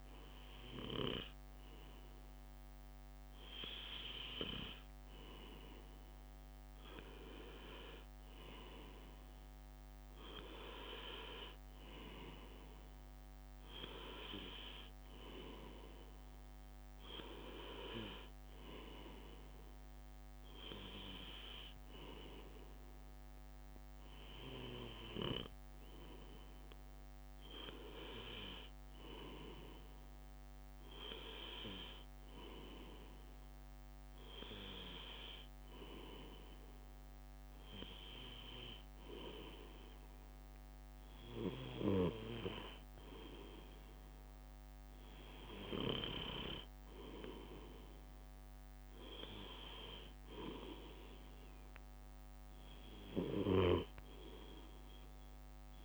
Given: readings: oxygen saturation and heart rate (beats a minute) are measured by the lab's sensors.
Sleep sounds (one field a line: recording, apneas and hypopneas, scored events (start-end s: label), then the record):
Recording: breathing in sleep by a microphone on the trachea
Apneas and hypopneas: none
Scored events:
0.00-6.50 s: oxygen desaturation (device-marked, oxygen 92% lowest, heart rate 62 extreme)
From the record:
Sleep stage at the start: N2 (light sleep)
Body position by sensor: on the left side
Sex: male